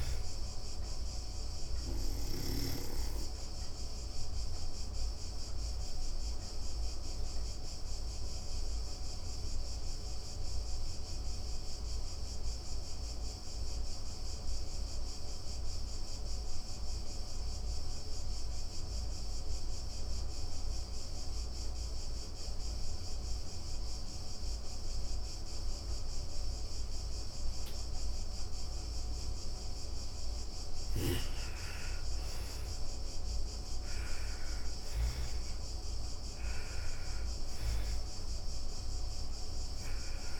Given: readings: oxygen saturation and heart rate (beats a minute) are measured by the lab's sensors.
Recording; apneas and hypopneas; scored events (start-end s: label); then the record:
breathing in sleep, hard to hear, by a room microphone; 1
0.00-18.50 s: oxygen desaturation (device-marked, oxygen 87% lowest, heart rate 116 extreme)
5.50-29.50 s: obstructive apnea (oxygen 99% before, 84% lowest, heart rate 154 before, 97 extreme, up 37 after)
26.50-40.40 s: oxygen desaturation (device-marked, oxygen 97% before, 84% lowest, heart rate 141 before, 97 extreme)
30.50-34.50 s: arousal
From the record:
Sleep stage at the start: N2 (light sleep); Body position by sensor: on the back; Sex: female